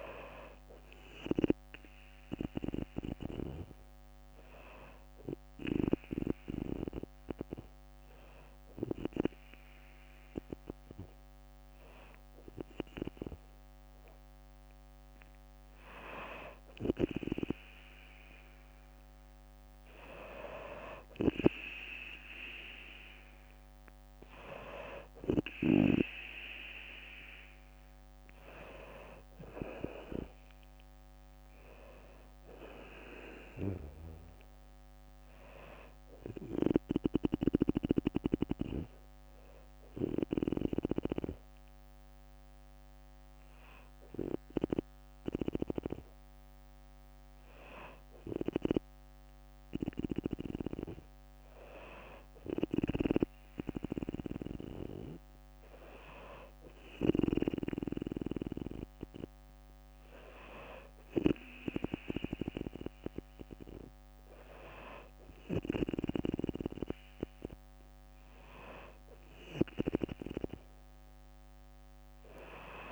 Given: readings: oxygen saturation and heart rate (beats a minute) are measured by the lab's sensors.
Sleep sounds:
breathing in sleep by a microphone on the trachea; 2
3.00-14.00 s: hypopnea (oxygen 97% before, 93% lowest, heart rate 71 before, 62 extreme, up 2 after)
15.50-18.00 s: arousal
24.00-41.00 s: oxygen desaturation (device-marked, oxygen 96% before, 93% lowest, heart rate 63 before, 59 extreme)
29.00-42.00 s: drop in pulse transit time (device-marked, heart rate 63 before, 60 extreme)
31.50-34.50 s: arousal
38.00-49.50 s: hypopnea (oxygen 97% before, 95% lowest, heart rate 64 before, 59 extreme, up 3 after)
41.00-47.00 s: bradycardia (device-marked, heart rate 63 before, 59 extreme)
52.50-55.00 s: arousal
53.00-69.00 s: oxygen desaturation (device-marked, oxygen 98% before, 95% lowest, heart rate 62 before, 61 extreme)
From the record:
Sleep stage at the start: N2 (light sleep); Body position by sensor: on the back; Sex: female

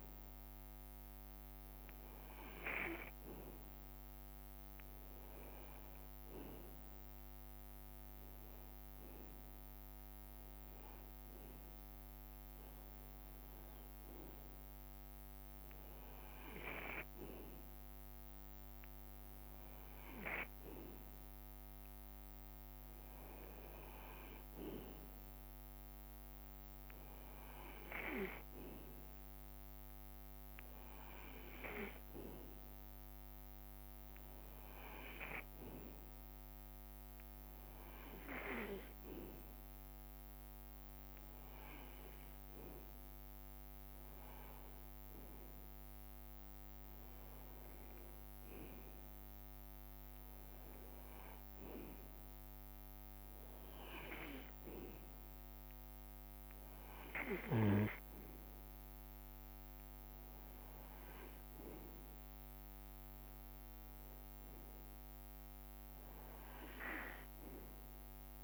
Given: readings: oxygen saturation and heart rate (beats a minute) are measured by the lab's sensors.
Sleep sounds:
breathing in sleep by a microphone on the trachea; none
0.00-66.50 s: bradycardia (device-marked)
31.50-35.50 s: leg movement (device-marked)
From the record:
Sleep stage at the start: REM sleep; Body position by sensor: on the right side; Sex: male

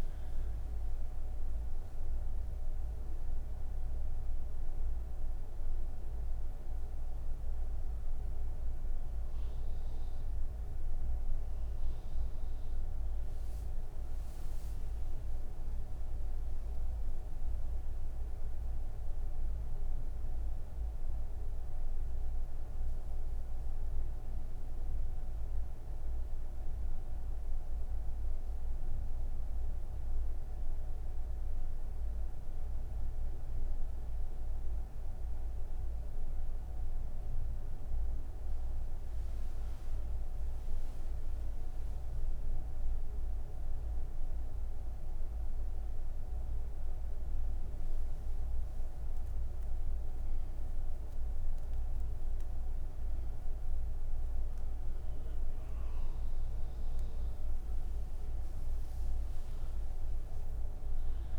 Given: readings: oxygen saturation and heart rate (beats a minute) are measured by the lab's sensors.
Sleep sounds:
breathing in sleep, hard to hear, by a room microphone; 1
27.50-39.50 s: obstructive apnea (oxygen 98% before, 95% lowest)
From the record:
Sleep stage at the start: N1 (lightest sleep); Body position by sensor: on the right side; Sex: female

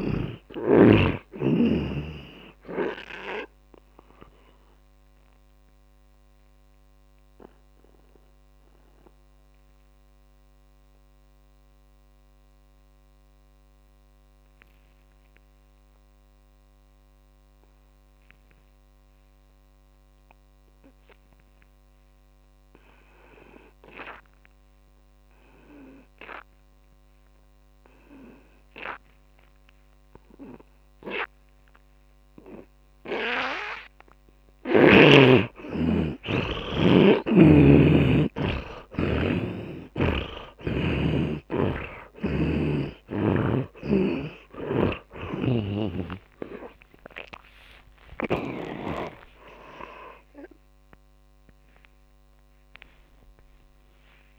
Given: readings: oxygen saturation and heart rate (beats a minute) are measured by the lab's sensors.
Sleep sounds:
breathing in sleep by a microphone on the trachea; 1
0.00-23.00 s: oxygen desaturation (device-marked, oxygen 77% lowest, heart rate 48 extreme)
5.00-34.50 s: mixed apnea (oxygen 100% before, 77% lowest, heart rate 67 before, 56 extreme, up 28 after)
30.00-54.39 s: oxygen desaturation (device-marked, oxygen 100% before, 81% lowest, heart rate 63 before, 56 extreme)
43.00-48.00 s: tachycardia (device-marked, heart rate 69 before, 118 extreme)
44.50-49.50 s: arousal
45.00-49.00 s: snoring (device-marked)
From the record:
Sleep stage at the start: N2 (light sleep); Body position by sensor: on the back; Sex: male

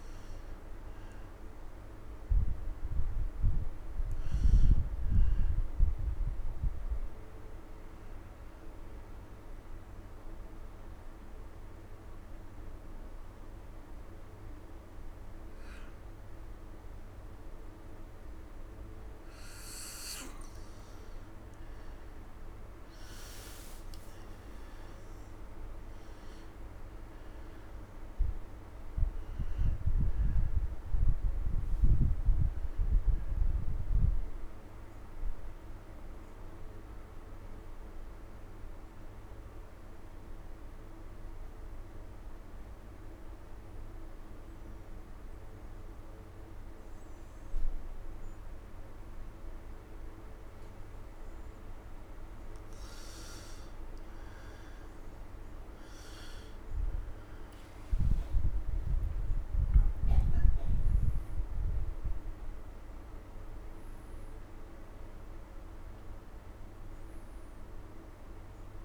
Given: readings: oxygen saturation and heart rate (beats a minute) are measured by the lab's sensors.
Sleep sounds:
breathing in sleep, hard to hear, by a room microphone; 2
0.00-2.50 s: arousal
7.00-18.50 s: obstructive apnea (oxygen 99% before, 89% lowest)
8.00-15.00 s: oxygen desaturation (device-marked, oxygen 99% before, 93% lowest)
21.50-25.50 s: arousal
25.00-46.00 s: oxygen desaturation (device-marked, oxygen 95% before, 90% lowest)
33.50-50.50 s: obstructive apnea (oxygen 97% before, 89% lowest)
53.00-57.50 s: arousal
56.00-68.85 s: oxygen desaturation (device-marked, oxygen 98% before, 89% lowest)
From the record:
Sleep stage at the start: N2 (light sleep); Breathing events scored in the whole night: 235 in 4.4 hours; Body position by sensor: on the back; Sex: male

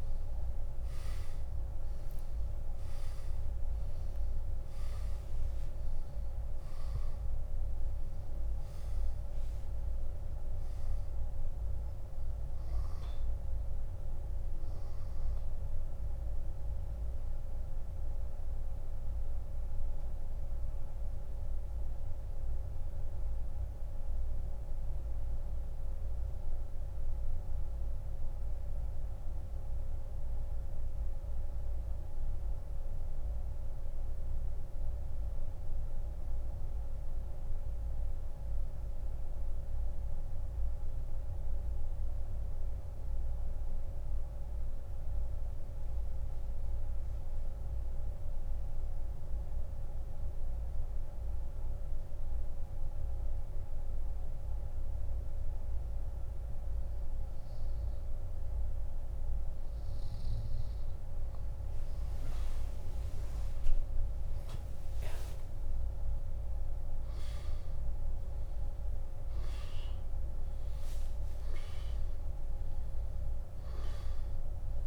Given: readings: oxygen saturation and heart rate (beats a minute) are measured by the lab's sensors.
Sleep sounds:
breathing in sleep, hard to hear, by a room microphone; 1
0.00-12.50 s: oxygen desaturation (device-marked, oxygen 91% lowest)
19.00-59.00 s: mixed apnea (oxygen 98% before, 85% lowest)
23.50-74.87 s: new sleep stage, N2 (light sleep)
32.50-54.50 s: oxygen desaturation (device-marked, oxygen 92% before, 85% lowest)
63.50-70.00 s: arousal
From the record:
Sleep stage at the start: N1 (lightest sleep); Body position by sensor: on the back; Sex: male

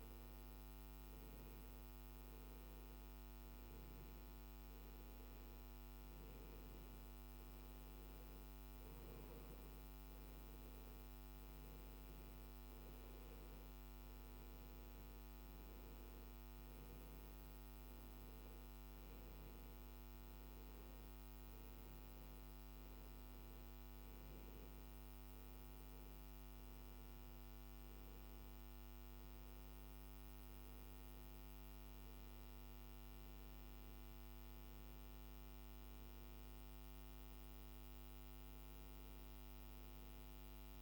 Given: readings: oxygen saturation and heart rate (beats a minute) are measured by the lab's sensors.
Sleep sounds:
a person awake in a sleep study, hard to hear, by a microphone on the trachea; none
none scored
From the record:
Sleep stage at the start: awake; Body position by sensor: on the back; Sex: male

